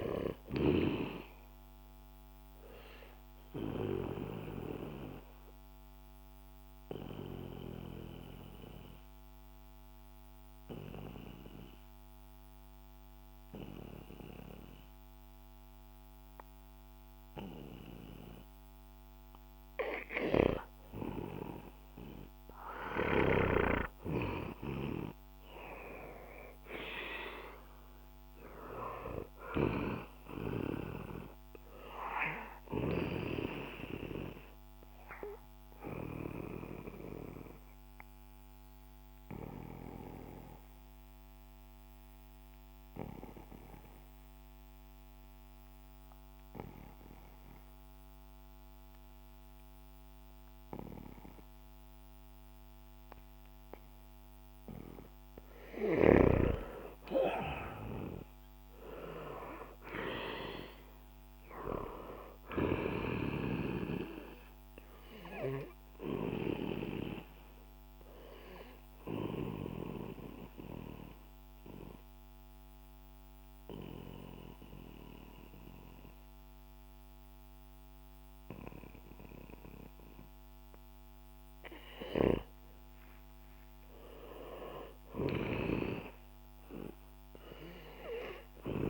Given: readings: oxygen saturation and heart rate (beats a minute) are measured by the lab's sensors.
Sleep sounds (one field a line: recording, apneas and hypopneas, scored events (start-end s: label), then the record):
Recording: breathing in sleep by a microphone on the trachea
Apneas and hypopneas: 3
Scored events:
0.00-18.00 s: oxygen desaturation (device-marked, oxygen 90% lowest, heart rate 61 extreme)
2.50-22.00 s: obstructive apnea (oxygen 98% before, 88% lowest, heart rate 67 before, 61 extreme, up 7 after)
23.50-26.50 s: arousal
32.00-51.00 s: oxygen desaturation (device-marked, oxygen 97% before, 90% lowest, heart rate 68 before, 60 extreme)
34.50-54.00 s: obstructive apnea (oxygen 98% before, 88% lowest, heart rate 69 before, 60 extreme, up 4 after)
57.50-61.00 s: arousal
62.00-84.00 s: oxygen desaturation (device-marked, oxygen 98% before, 88% lowest, heart rate 67 before, 60 extreme)
68.00-83.00 s: obstructive apnea (oxygen 98% before, 88% lowest, heart rate 68 before, 60 extreme, up 12 after)
84.00-88.50 s: arousal
From the record:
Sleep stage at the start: N2 (light sleep)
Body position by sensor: on the back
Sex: male